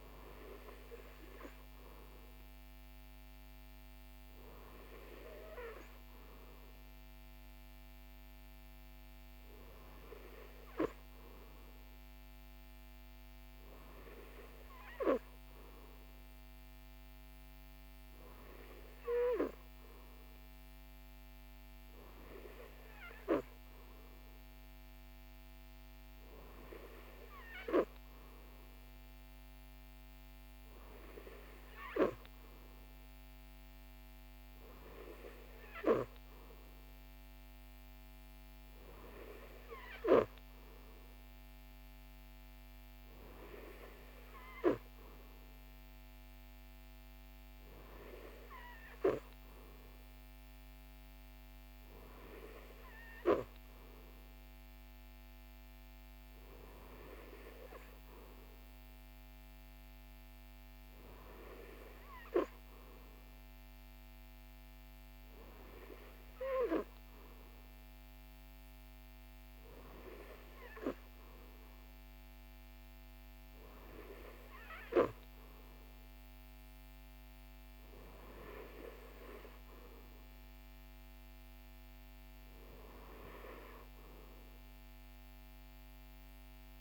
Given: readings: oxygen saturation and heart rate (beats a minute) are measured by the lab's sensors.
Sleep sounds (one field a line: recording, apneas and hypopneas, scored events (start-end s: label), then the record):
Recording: breathing in sleep by a microphone on the trachea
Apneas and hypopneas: none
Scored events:
none scored
From the record:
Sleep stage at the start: N3 (deep sleep)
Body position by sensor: on the right side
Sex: male